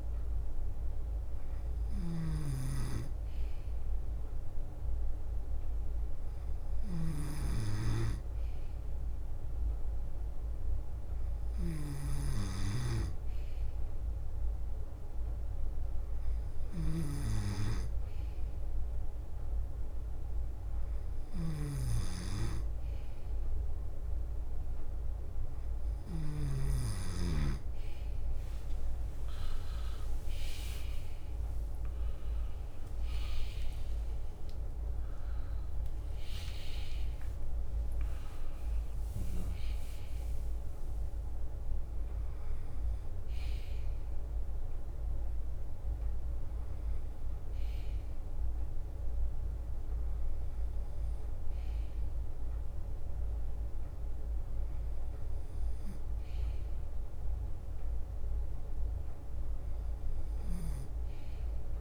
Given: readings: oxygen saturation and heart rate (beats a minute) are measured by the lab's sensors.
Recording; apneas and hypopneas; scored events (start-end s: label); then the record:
breathing in sleep by a room microphone; none
0.00-6.50 s: leg movement (device-marked)
0.00-24.50 s: bradycardia (device-marked, heart rate 53 extreme)
11.50-26.50 s: snoring (device-marked)
28.00-30.00 s: long interval between heartbeats (device-marked, heart rate 55 before, 65 extreme)
29.00-33.50 s: arousal
31.50-41.50 s: drop in pulse transit time (device-marked, heart rate 58 before, 69 extreme)
33.00-35.00 s: long interval between heartbeats (device-marked, heart rate 58 before, 78 extreme)
36.50-38.50 s: long interval between heartbeats (device-marked, heart rate 63 before, 85 extreme)
42.50-61.81 s: bradycardia (device-marked, heart rate 57 before, 53 extreme)
45.50-48.00 s: leg movement (device-marked)
49.50-54.00 s: leg movement (device-marked)
From the record:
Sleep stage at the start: N2 (light sleep); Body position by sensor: on the left side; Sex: male